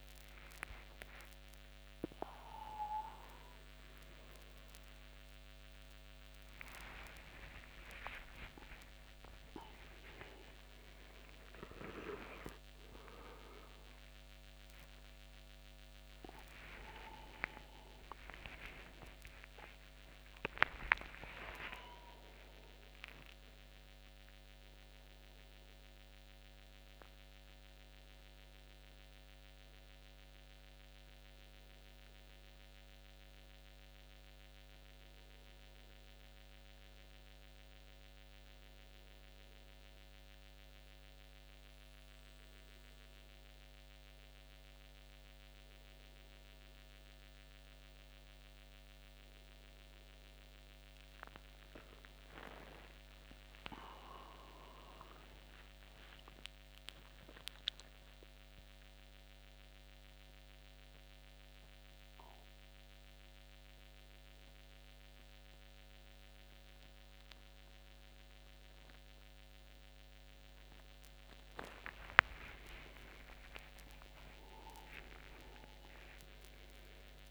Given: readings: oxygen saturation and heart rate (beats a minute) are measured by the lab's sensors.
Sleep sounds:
a person partly awake in a sleep study, by a microphone on the trachea; none
4.00-6.00 s: long interval between heartbeats (device-marked, heart rate 101 before, 132 extreme)
6.00-8.00 s: long interval between heartbeats (device-marked, heart rate 107 before, 139 extreme)
8.50-10.50 s: long interval between heartbeats (device-marked, heart rate 117 before, 153 extreme)
11.50-13.50 s: long interval between heartbeats (device-marked, heart rate 129 before, 148 extreme)
14.50-16.50 s: long interval between heartbeats (device-marked, heart rate 141 before, 160 extreme)
17.50-77.31 s: new sleep stage, N1 (lightest sleep)
19.50-21.50 s: long interval between heartbeats (device-marked, heart rate 148 before, 98 extreme)
68.00-70.00 s: long interval between heartbeats (device-marked, heart rate 87 before, 91 extreme)
71.50-76.50 s: arousal
72.00-74.00 s: long interval between heartbeats (device-marked, heart rate 89 before, 94 extreme)
75.50-77.31 s: long interval between heartbeats (device-marked, heart rate 90 before, 100 extreme)
From the record:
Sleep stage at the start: awake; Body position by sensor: on the back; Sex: male

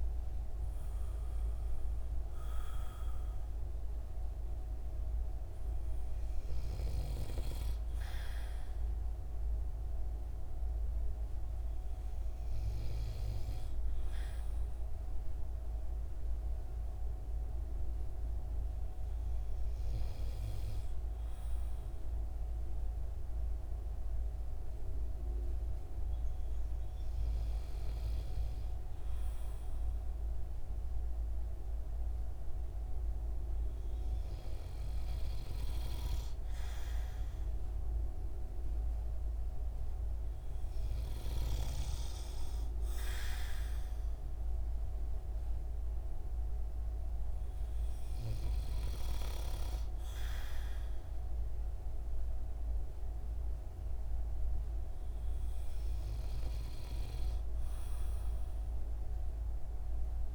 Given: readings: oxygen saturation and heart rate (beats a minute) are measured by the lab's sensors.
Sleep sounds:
breathing in sleep by a room microphone; none
none scored
From the record:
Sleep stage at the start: N2 (light sleep); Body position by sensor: on the right side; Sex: male

